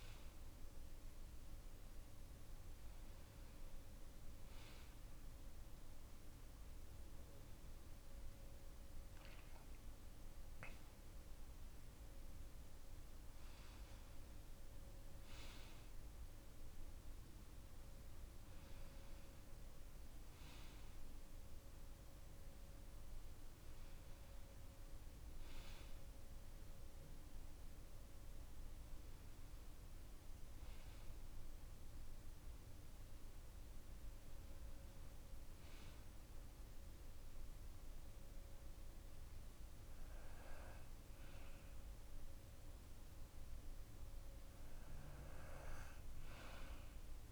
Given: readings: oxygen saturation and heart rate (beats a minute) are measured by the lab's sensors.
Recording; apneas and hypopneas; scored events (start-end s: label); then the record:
breathing in sleep, hard to hear, by a room microphone; none
8.00-11.50 s: arousal
From the record:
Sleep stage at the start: N2 (light sleep); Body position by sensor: on the back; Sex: male